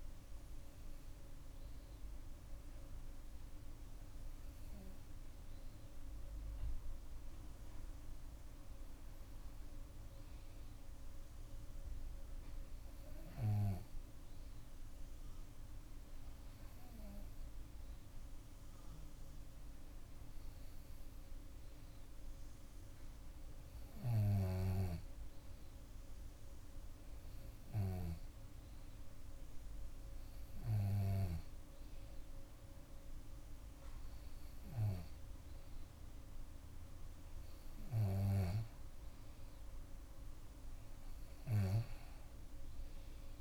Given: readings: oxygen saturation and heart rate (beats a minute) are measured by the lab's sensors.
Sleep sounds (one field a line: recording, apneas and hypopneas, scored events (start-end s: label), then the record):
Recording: breathing in sleep by a room microphone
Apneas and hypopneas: none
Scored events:
none scored
From the record:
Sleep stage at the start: N2 (light sleep)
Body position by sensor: on the back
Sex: female